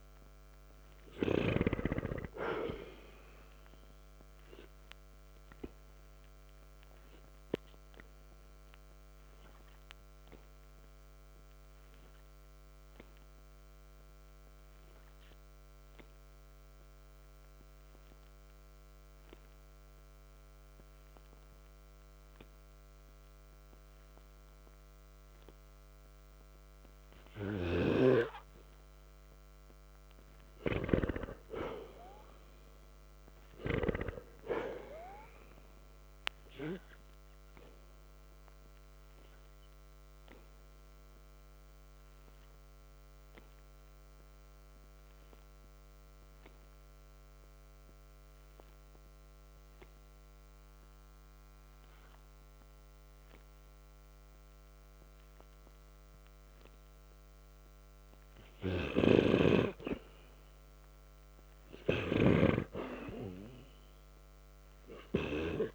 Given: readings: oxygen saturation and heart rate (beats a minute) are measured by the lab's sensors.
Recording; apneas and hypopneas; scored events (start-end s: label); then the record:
breathing in sleep by a microphone on the trachea; 2
1.50-5.00 s: arousal
14.00-29.00 s: hypopnea (oxygen 96% before, 87% lowest, heart rate 56 before, 53 extreme, up 0 after)
17.00-37.00 s: oxygen desaturation (device-marked, oxygen 96% before, 89% lowest, heart rate 56 before, 53 extreme)
30.50-33.50 s: arousal
39.00-55.00 s: hypopnea (oxygen 95% before, 87% lowest, heart rate 55 before, 53 extreme, up 0 after)
43.00-63.00 s: oxygen desaturation (device-marked, oxygen 94% before, 87% lowest, heart rate 55 before, 53 extreme)
58.50-62.00 s: arousal
From the record:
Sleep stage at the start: N2 (light sleep); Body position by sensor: on the back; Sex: male